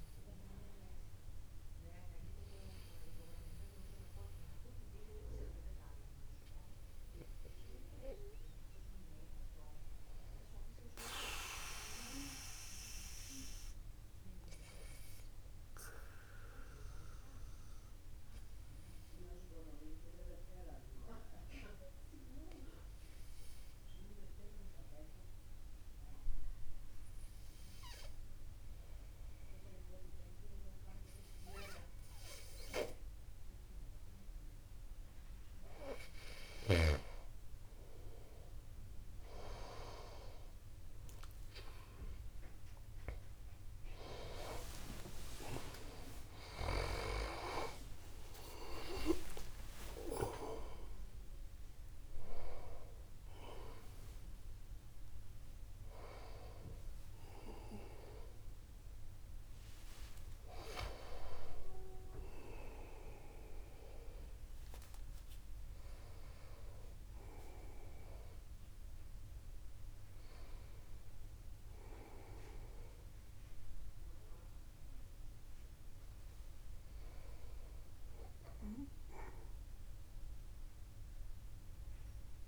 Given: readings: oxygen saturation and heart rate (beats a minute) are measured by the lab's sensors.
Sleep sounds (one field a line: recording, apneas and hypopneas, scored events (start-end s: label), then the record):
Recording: a person partly awake in a sleep study, by a room microphone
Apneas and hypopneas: 1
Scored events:
12.50-35.00 s: obstructive apnea (oxygen 97% before, 94% lowest, heart rate 51 before, 36 extreme, up 0 after)
38.00-68.00 s: new sleep stage, awake
45.50-47.50 s: long interval between heartbeats (device-marked, heart rate 51 before, 77 extreme)
50.50-52.50 s: long interval between heartbeats (device-marked, heart rate 60 before, 130 extreme)
58.00-60.00 s: long interval between heartbeats (device-marked, heart rate 80 before, 36 extreme)
60.50-62.50 s: long interval between heartbeats (device-marked, heart rate 78 before, 44 extreme)
65.00-67.00 s: long interval between heartbeats (device-marked, heart rate 82 before, 98 extreme)
68.00-70.00 s: long interval between heartbeats (device-marked, heart rate 85 before, 87 extreme)
68.00-82.48 s: new sleep stage, N1 (lightest sleep)
From the record:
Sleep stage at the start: N2 (light sleep)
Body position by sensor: upright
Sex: male